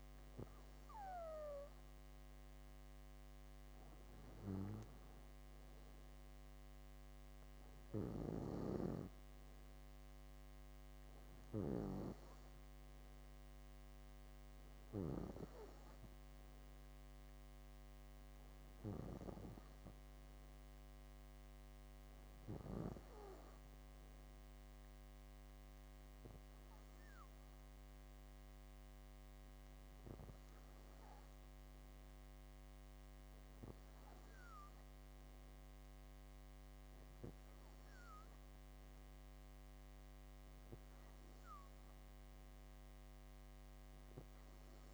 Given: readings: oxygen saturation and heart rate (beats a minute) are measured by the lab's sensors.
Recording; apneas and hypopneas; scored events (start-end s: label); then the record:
breathing in sleep by a microphone on the trachea; none
none scored
From the record:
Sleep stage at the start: N2 (light sleep); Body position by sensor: on the back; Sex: female